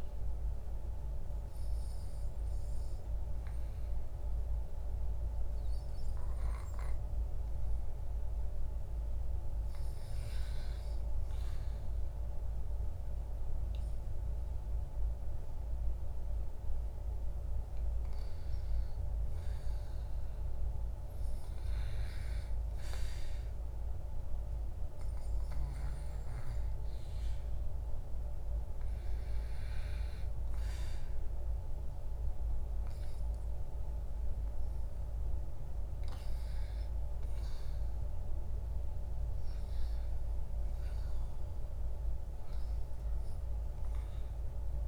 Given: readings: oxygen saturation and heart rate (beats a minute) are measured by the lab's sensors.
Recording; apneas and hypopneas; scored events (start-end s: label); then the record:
breathing in sleep, hard to hear, by a room microphone; 1
0.00-2.50 s: arousal
21.50-34.00 s: hypopnea (oxygen 97% before, 96% lowest, heart rate 59 before, 58 extreme, up 7 after)
37.00-41.00 s: arousal
From the record:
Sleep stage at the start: REM sleep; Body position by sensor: on the back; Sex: male